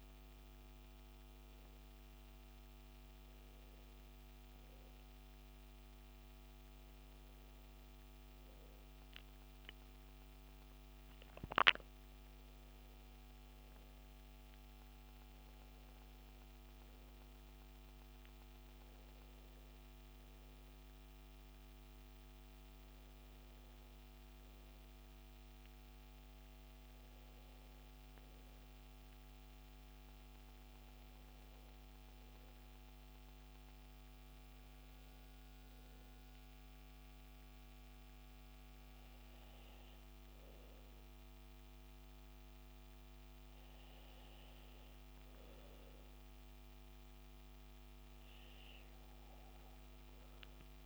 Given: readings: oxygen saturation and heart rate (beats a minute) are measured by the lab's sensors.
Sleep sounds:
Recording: a person partly awake in a sleep study, hard to hear, by a microphone on the trachea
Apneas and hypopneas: none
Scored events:
22.50-50.86 s: new sleep stage, N1 (lightest sleep)
From the record:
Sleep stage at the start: awake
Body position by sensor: on the back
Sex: male

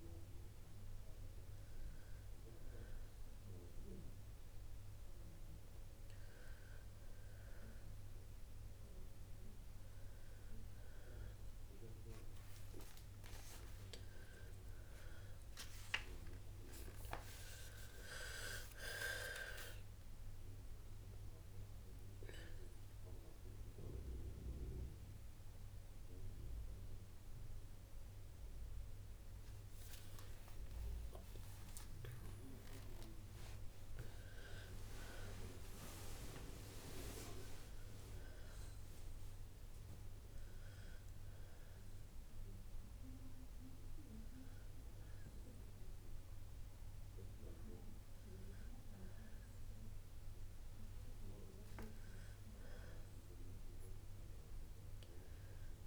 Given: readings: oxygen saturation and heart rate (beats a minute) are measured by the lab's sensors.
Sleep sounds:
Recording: breathing in sleep by a room microphone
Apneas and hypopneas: none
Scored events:
30.50-35.50 s: arousal
From the record:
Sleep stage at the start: N2 (light sleep)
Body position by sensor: on the back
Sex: female

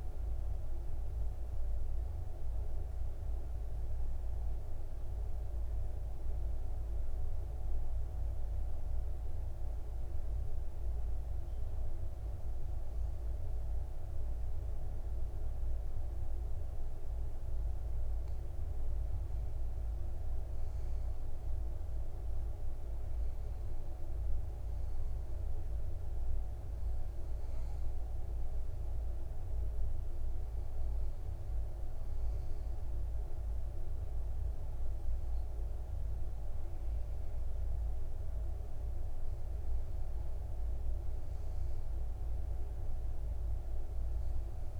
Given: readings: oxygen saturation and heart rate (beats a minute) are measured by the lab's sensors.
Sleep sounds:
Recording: breathing in sleep, hard to hear, by a room microphone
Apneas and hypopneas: 1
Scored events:
10.00-20.50 s: obstructive apnea (oxygen 98% before, 92% lowest, heart rate 58 before, 57 extreme, up 7 after)
19.00-39.00 s: oxygen desaturation (device-marked, oxygen 98% before, 92% lowest, heart rate 58 before, 56 extreme)
23.00-26.50 s: arousal
From the record:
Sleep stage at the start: N2 (light sleep)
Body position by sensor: on the back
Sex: male

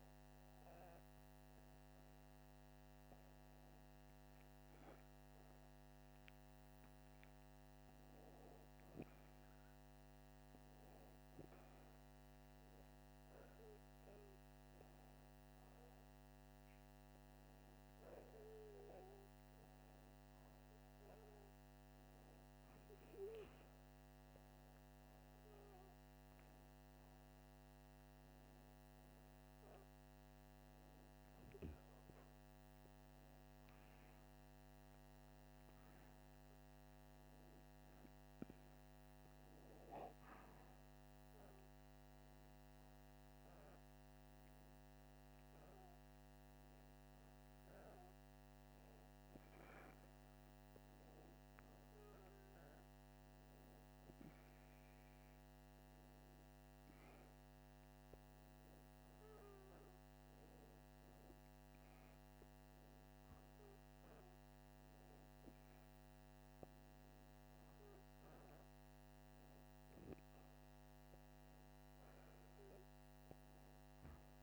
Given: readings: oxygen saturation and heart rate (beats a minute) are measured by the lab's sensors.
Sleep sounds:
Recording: breathing in sleep, hard to hear, by a microphone on the trachea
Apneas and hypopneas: none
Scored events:
none scored
From the record:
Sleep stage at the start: N2 (light sleep)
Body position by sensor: upright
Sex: male

